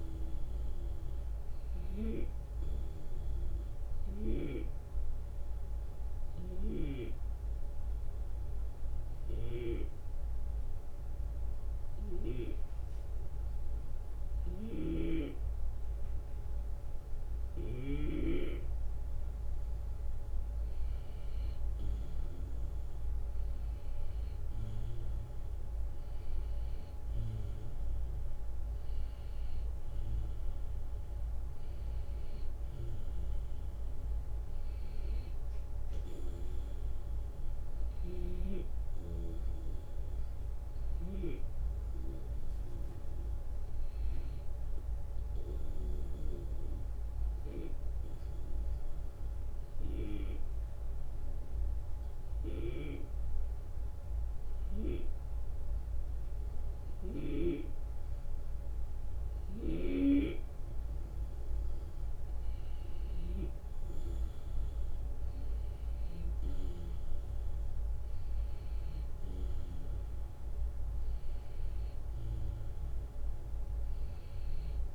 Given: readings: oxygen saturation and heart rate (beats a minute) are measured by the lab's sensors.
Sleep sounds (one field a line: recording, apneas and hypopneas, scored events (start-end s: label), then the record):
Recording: breathing in sleep by a room microphone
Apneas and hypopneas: 2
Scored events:
2.00-19.00 s: obstructive apnea (oxygen 95% before, 91% lowest, heart rate 78 before, 75 extreme, up 5 after)
14.00-18.00 s: snoring (device-marked)
22.50-28.00 s: arousal
37.50-41.00 s: snoring (device-marked)
45.50-61.50 s: obstructive apnea (oxygen 94% before, 91% lowest, heart rate 79 before, 75 extreme, up 4 after)
64.00-69.50 s: arousal
From the record:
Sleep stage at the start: N2 (light sleep)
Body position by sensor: on the back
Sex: male